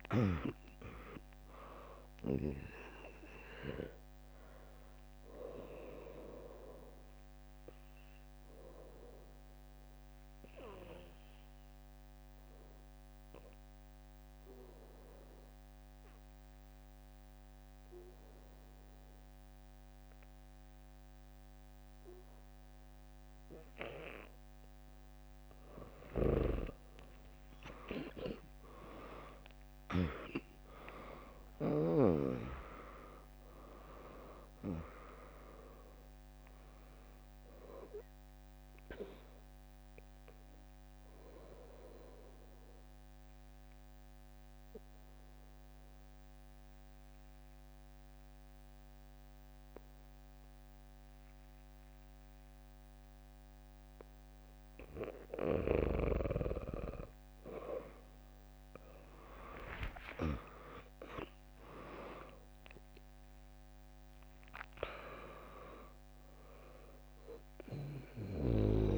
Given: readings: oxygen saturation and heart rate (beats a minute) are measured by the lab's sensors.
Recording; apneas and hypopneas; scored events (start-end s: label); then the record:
breathing in sleep by a microphone on the trachea; 2
0.00-11.00 s: drop in pulse transit time (device-marked, heart rate 60 extreme)
0.00-19.00 s: oxygen desaturation (device-marked, oxygen 100% before, 96% lowest, heart rate 68 before, 56 extreme)
9.00-25.00 s: obstructive apnea (oxygen 100% before, 96% lowest, heart rate 68 before, 56 extreme, up 11 after)
23.00-25.00 s: bradycardia (device-marked, heart rate 74 before, 61 extreme)
26.50-31.00 s: arousal
30.00-43.00 s: drop in pulse transit time (device-marked, heart rate 71 before, 61 extreme)
39.50-54.00 s: obstructive apnea (oxygen 100% before, 96% lowest, heart rate 72 before, 56 extreme)
52.00-58.00 s: bradycardia (device-marked, heart rate 74 before, 56 extreme)
57.50-63.00 s: arousal
61.00-68.98 s: drop in pulse transit time (device-marked, heart rate 70 before, 60 extreme)
66.00-68.98 s: oxygen desaturation (device-marked, oxygen 100% before, 96% lowest, heart rate 67 before, 57 extreme)
From the record:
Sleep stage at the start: N2 (light sleep); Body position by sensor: on the back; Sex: female